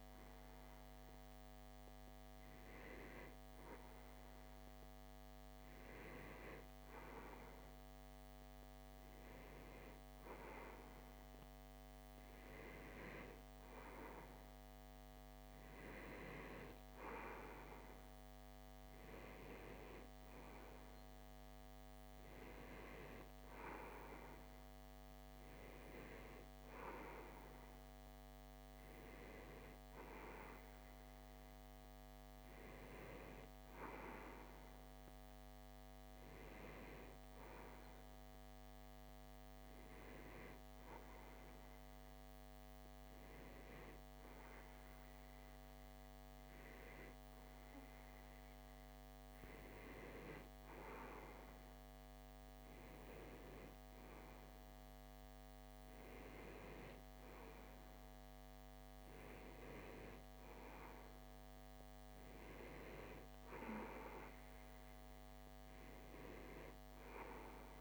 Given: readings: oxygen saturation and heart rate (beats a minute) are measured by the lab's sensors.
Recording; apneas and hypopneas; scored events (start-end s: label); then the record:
breathing in sleep by a microphone on the trachea; none
none scored
From the record:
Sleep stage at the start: REM sleep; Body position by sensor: on the left side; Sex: male